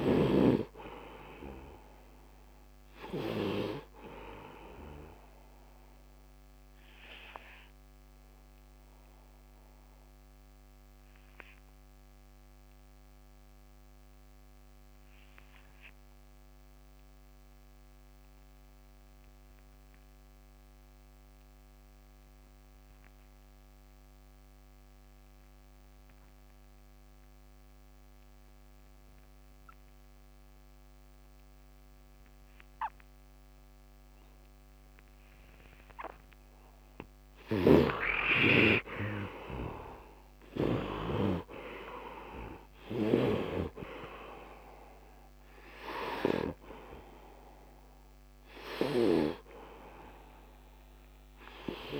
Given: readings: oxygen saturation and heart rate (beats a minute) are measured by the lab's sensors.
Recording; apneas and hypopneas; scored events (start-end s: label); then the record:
breathing in sleep by a microphone on the trachea; 1
0.00-17.00 s: oxygen desaturation (device-marked, oxygen 71% lowest, heart rate 72 extreme)
4.50-34.50 s: obstructive apnea (oxygen 97% before, 69% lowest, heart rate 83 before, 72 extreme, up 9 after)
24.00-52.00 s: oxygen desaturation (device-marked, oxygen 100% before, 69% lowest, heart rate 75 before, 69 extreme)
37.00-40.50 s: snoring (device-marked)
39.00-52.00 s: new sleep stage, awake
From the record:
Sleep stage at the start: N2 (light sleep); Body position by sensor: on the right side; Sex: male